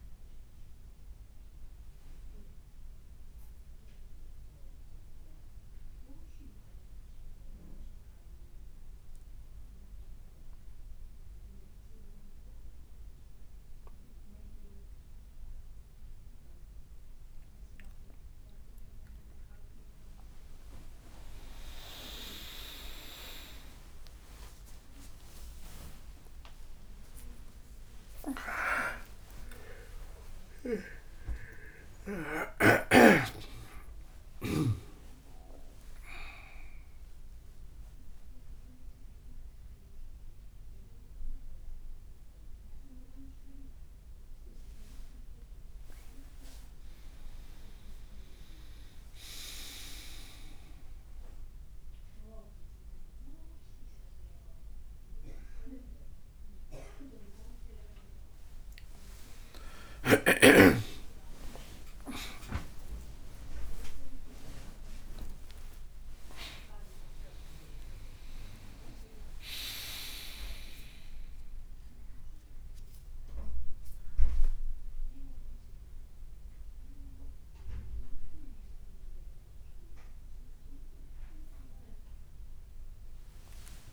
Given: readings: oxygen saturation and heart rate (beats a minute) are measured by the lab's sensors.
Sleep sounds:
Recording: a person awake in a sleep study, by a room microphone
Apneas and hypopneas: 1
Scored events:
6.50-18.50 s: hypopnea (oxygen 96% before, 93% lowest, heart rate 60 before, 59 extreme, up 4 after)
24.00-26.00 s: long interval between heartbeats (device-marked, heart rate 60 before, 63 extreme)
28.50-83.93 s: new sleep stage, awake
29.50-31.50 s: long interval between heartbeats (device-marked, heart rate 61 before, 79 extreme)
32.00-34.00 s: long interval between heartbeats (device-marked, heart rate 63 before, 84 extreme)
81.50-83.93 s: tachycardia (device-marked, heart rate 64 before, 189 extreme)
From the record:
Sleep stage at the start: N2 (light sleep)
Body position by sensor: on the right side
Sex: male

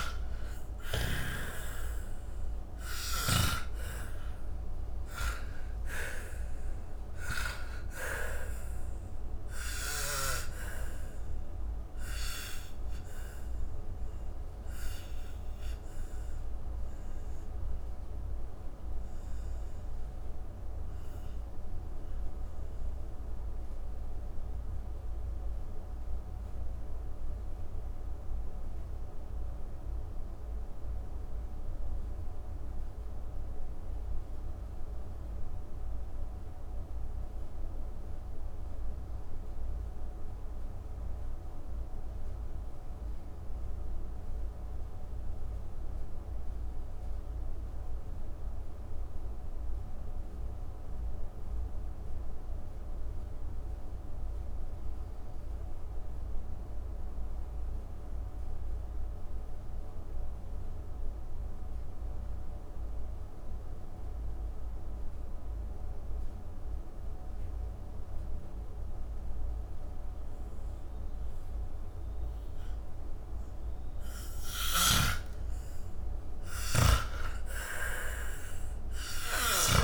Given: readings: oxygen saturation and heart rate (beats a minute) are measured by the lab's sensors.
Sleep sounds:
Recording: breathing in sleep by a room microphone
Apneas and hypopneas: 1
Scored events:
0.00-3.00 s: snoring (device-marked)
0.00-3.50 s: arousal
0.00-47.50 s: oxygen desaturation (device-marked, oxygen 77% lowest)
9.50-73.50 s: mixed apnea (oxygen 98% before, 77% lowest)
67.50-79.84 s: oxygen desaturation (device-marked, oxygen 98% before, 77% lowest)
74.00-79.84 s: snoring (device-marked)
75.50-79.84 s: arousal
From the record:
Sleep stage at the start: N2 (light sleep)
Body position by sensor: on the back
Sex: male

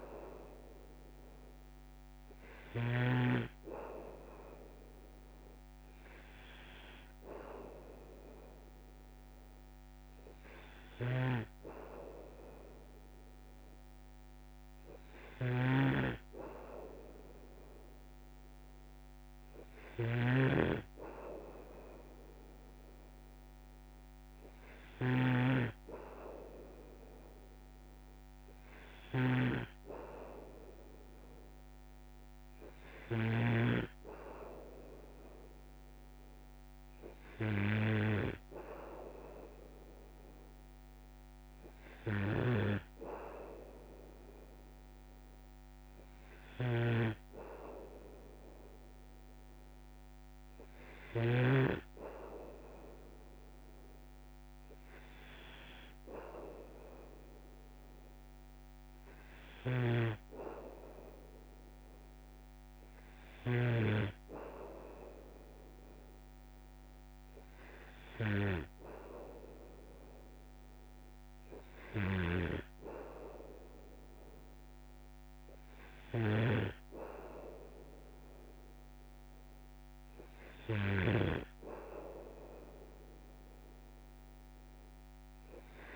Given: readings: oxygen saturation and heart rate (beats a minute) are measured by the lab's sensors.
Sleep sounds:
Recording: breathing in sleep by a microphone on the trachea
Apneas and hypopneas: none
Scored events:
0.00-3.00 s: snoring (device-marked)
11.00-33.50 s: snoring (device-marked)
42.00-51.50 s: snoring (device-marked)
59.50-64.00 s: snoring (device-marked)
72.00-85.96 s: snoring (device-marked)
From the record:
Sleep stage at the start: N2 (light sleep)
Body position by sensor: on the back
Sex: male

